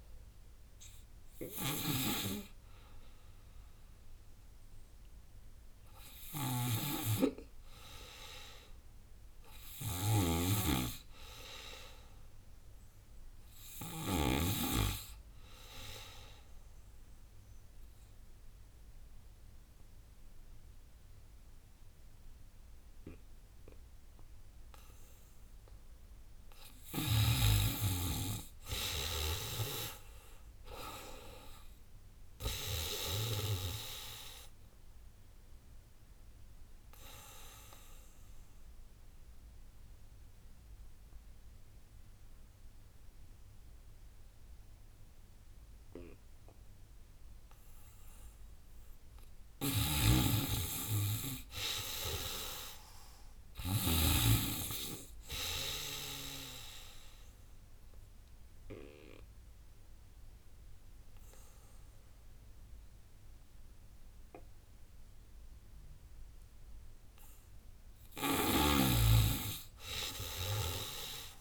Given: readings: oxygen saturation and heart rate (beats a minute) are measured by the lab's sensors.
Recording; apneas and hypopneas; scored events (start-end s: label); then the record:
breathing in sleep by a room microphone; 3
0.00-1.00 s: long interval between heartbeats (device-marked, heart rate 98 extreme)
0.00-9.50 s: oxygen desaturation (device-marked, oxygen 92% lowest, heart rate 76 extreme)
1.00-14.00 s: snoring (device-marked)
9.50-12.50 s: arousal
16.00-26.00 s: obstructive apnea (oxygen 98% before, 92% lowest, heart rate 87 before, 70 extreme, up 28 after)
17.50-19.50 s: long interval between heartbeats (device-marked, heart rate 86 before, 97 extreme)
20.00-22.00 s: long interval between heartbeats (device-marked, heart rate 87 before, 98 extreme)
26.50-28.50 s: long interval between heartbeats (device-marked, heart rate 89 before, 88 extreme)
26.50-33.50 s: tachycardia (device-marked, heart rate 98 before, 113 extreme)
27.50-30.50 s: arousal
28.50-30.50 s: long interval between heartbeats (device-marked, heart rate 90 before, 98 extreme)
28.50-39.50 s: drop in pulse transit time (device-marked, heart rate 90 before, 86 extreme)
31.50-50.50 s: oxygen desaturation (device-marked, oxygen 96% before, 92% lowest, heart rate 94 before, 70 extreme)
34.00-36.00 s: long interval between heartbeats (device-marked, heart rate 96 before, 107 extreme)
34.50-48.00 s: obstructive apnea (oxygen 98% before, 92% lowest, heart rate 97 before, 70 extreme, up 43 after)
48.50-55.50 s: tachycardia (device-marked, heart rate 98 before, 111 extreme)
49.00-52.00 s: arousal
49.00-53.50 s: snoring (device-marked)
51.50-62.50 s: drop in pulse transit time (device-marked, heart rate 87 before, 75 extreme)
52.00-54.00 s: long interval between heartbeats (device-marked, heart rate 87 before, 101 extreme)
55.50-57.50 s: long interval between heartbeats (device-marked, heart rate 86 before, 112 extreme)
56.50-66.50 s: obstructive apnea (oxygen 98% before, 93% lowest, heart rate 87 before, 76 extreme, up 26 after)
57.50-70.50 s: oxygen desaturation (device-marked, oxygen 98% before, 93% lowest, heart rate 88 before, 76 extreme)
62.50-64.50 s: long interval between heartbeats (device-marked, heart rate 90 before, 79 extreme)
68.00-71.41 s: snoring (device-marked)
69.00-71.41 s: arousal
69.50-71.41 s: tachycardia (device-marked, heart rate 97 before, 101 extreme)
70.00-71.41 s: long interval between heartbeats (device-marked, heart rate 92 before, 87 extreme)
From the record:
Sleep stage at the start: N2 (light sleep); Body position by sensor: on the back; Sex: female